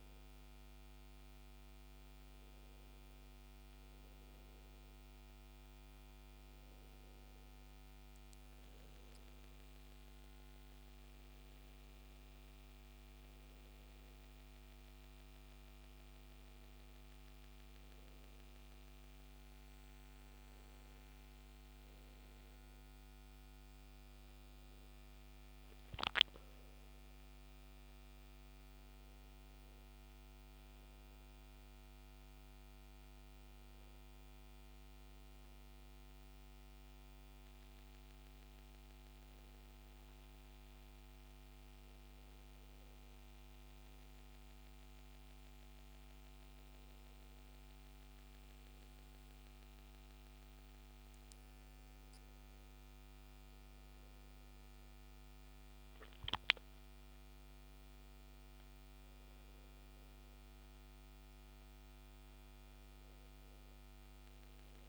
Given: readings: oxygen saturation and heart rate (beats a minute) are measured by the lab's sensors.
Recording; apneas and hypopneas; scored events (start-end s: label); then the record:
breathing in sleep, hard to hear, by a microphone on the trachea; none
none scored
From the record:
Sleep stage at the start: N2 (light sleep); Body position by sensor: on the back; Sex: male